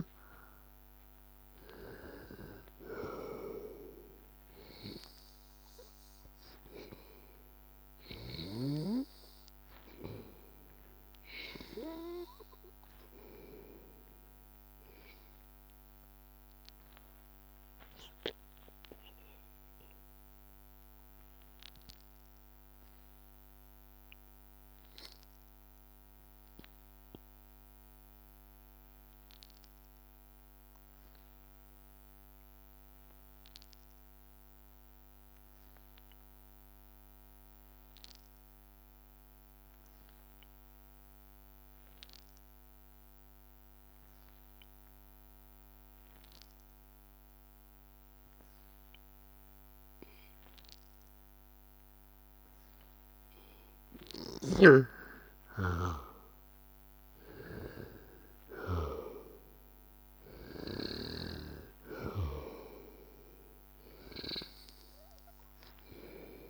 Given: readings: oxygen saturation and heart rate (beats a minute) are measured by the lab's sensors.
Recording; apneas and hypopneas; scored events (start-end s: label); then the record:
breathing in sleep by a microphone on the trachea; 1
0.00-24.50 s: oxygen desaturation (device-marked, oxygen 92% lowest, heart rate 78 extreme)
21.50-46.50 s: obstructive apnea (oxygen 96% before, 91% lowest, heart rate 84 before, 82 extreme, up 1 after)
44.50-66.50 s: oxygen desaturation (device-marked, oxygen 98% before, 91% lowest, heart rate 82 before, 81 extreme)
48.00-52.00 s: arousal
From the record:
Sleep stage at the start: N2 (light sleep); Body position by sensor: on the back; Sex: male